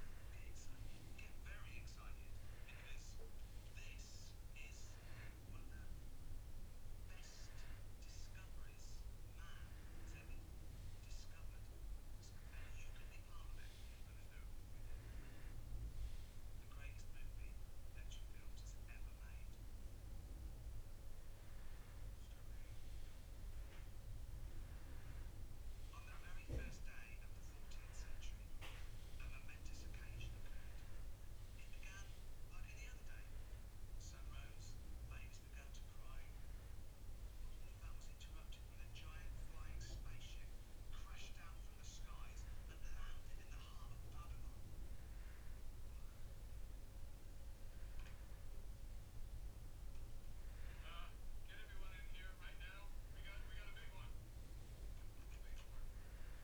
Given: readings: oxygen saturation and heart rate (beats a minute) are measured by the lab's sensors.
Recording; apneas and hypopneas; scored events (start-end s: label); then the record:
breathing in sleep by a room microphone; none
23.00-34.00 s: oxygen desaturation (device-marked, oxygen 96% before, 92% lowest, heart rate 85 before, 84 extreme)
From the record:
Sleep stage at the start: N2 (light sleep); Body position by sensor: on the back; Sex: male